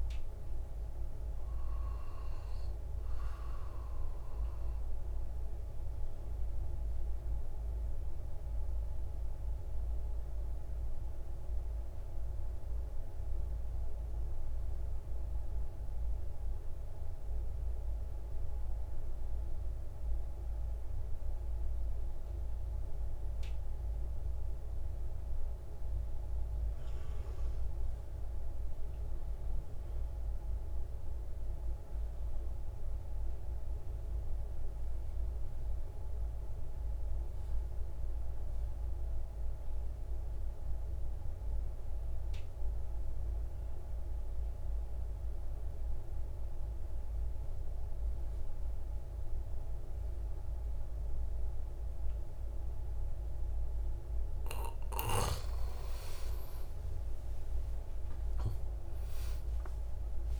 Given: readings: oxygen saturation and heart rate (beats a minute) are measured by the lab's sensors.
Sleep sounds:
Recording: breathing in sleep, hard to hear, by a room microphone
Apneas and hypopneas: 1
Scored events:
0.00-10.50 s: oxygen desaturation (device-marked, oxygen 88% lowest, heart rate 57 extreme)
5.50-55.00 s: mixed apnea (oxygen 96% before, 86% lowest, heart rate 68 before, 56 extreme)
37.50-60.40 s: oxygen desaturation (device-marked, oxygen 98% before, 86% lowest, heart rate 62 before, 57 extreme)
56.00-60.40 s: arousal
From the record:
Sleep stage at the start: N2 (light sleep)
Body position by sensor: on the right side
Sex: male

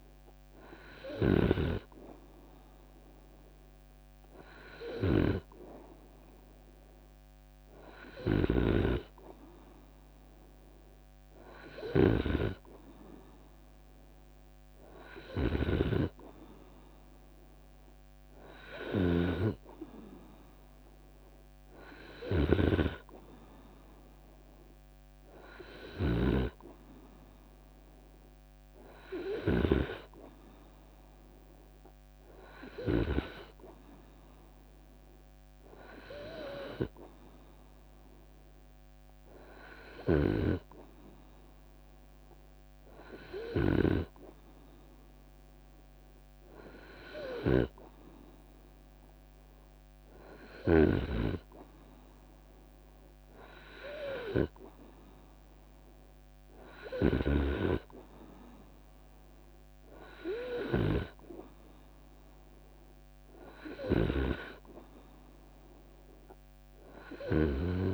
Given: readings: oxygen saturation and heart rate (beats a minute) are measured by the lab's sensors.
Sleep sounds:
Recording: breathing in sleep by a microphone on the trachea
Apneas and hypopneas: none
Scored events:
7.50-18.50 s: snoring (device-marked)
From the record:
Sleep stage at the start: N2 (light sleep)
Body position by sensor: on the right side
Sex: male

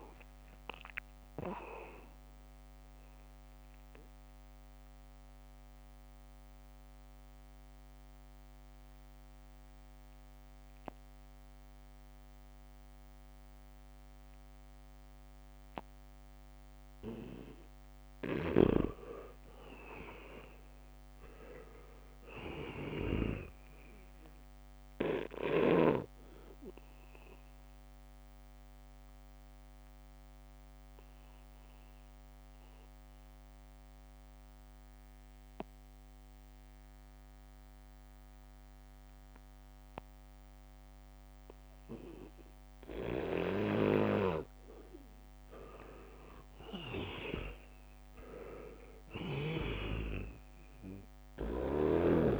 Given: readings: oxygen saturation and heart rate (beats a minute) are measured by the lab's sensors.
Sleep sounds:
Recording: breathing in sleep by a microphone on the trachea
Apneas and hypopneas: 2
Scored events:
0.00-10.00 s: oxygen desaturation (device-marked, oxygen 83% lowest, heart rate 76 extreme)
5.00-18.00 s: obstructive apnea (oxygen 98% before, 83% lowest, heart rate 82 before, 76 extreme, up 3 after)
14.50-16.50 s: leg movement (device-marked)
19.00-24.00 s: snoring (device-marked)
20.00-22.50 s: arousal
23.00-42.00 s: oxygen desaturation (device-marked, oxygen 98% before, 87% lowest, heart rate 79 before, 76 extreme)
28.50-44.50 s: obstructive apnea (oxygen 99% before, 83% lowest, heart rate 78 before, 76 extreme, up 2 after)
43.50-50.00 s: snoring (device-marked)
44.00-52.40 s: oxygen desaturation (device-marked, oxygen 98% before, 83% lowest, heart rate 78 before, 76 extreme)
47.50-51.50 s: arousal
From the record:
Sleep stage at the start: N2 (light sleep)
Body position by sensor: on the back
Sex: male

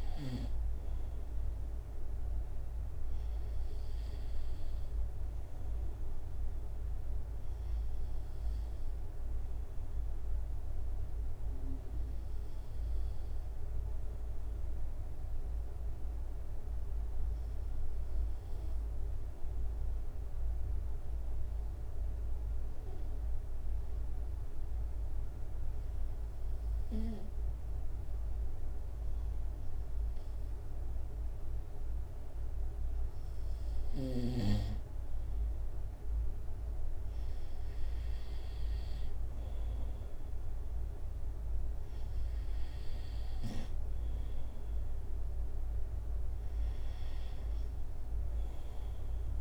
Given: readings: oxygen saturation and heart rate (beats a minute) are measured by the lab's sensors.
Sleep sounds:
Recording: breathing in sleep, hard to hear, by a room microphone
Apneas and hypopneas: 1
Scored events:
9.50-13.00 s: arousal
15.00-32.50 s: hypopnea (oxygen 96% before, 94% lowest, heart rate 71 before, 67 extreme, up 4 after)
33.50-36.00 s: arousal
From the record:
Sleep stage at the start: N2 (light sleep)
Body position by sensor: on the right side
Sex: male

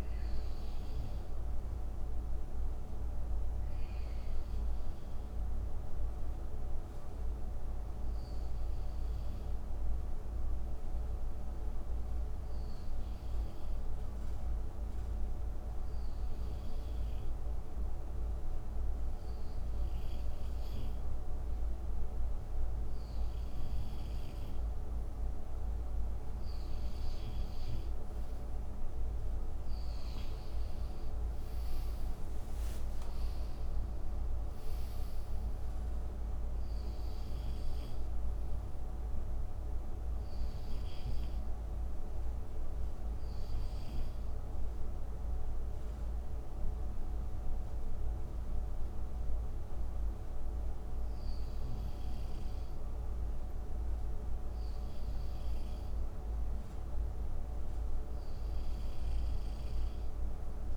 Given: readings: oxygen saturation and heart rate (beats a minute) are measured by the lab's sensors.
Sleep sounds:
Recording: breathing in sleep, hard to hear, by a room microphone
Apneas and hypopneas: 1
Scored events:
7.00-19.50 s: hypopnea (oxygen 98% before, 94% lowest, heart rate 63 before, 65 extreme, up 6 after)
22.00-26.50 s: arousal
From the record:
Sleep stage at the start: N2 (light sleep)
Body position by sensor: on the front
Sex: male

